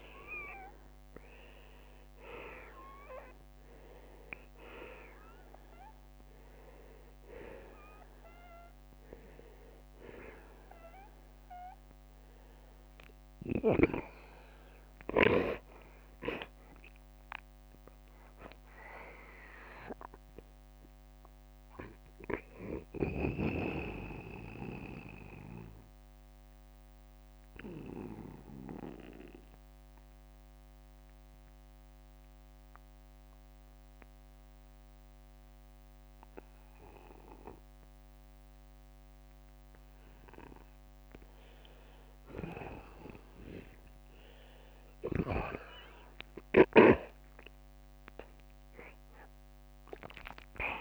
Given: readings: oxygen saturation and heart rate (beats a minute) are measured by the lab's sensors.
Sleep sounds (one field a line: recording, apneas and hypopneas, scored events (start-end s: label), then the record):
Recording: breathing in sleep by a microphone on the trachea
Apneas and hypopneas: 1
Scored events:
3.50-13.50 s: oxygen desaturation (device-marked, oxygen 95% before, 91% lowest, heart rate 51 before, 53 extreme)
15.00-17.00 s: long interval between heartbeats (device-marked, heart rate 65 before, 67 extreme)
15.50-19.00 s: arousal
23.50-41.50 s: oxygen desaturation (device-marked, oxygen 92% before, 83% lowest, heart rate 65 before, 53 extreme)
24.50-40.50 s: obstructive apnea (oxygen 95% before, 83% lowest, heart rate 65 before, 53 extreme, up 2 after)
44.50-48.50 s: arousal
From the record:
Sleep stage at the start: N2 (light sleep)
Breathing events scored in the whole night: 239 in 3.9 hours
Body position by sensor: on the back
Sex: male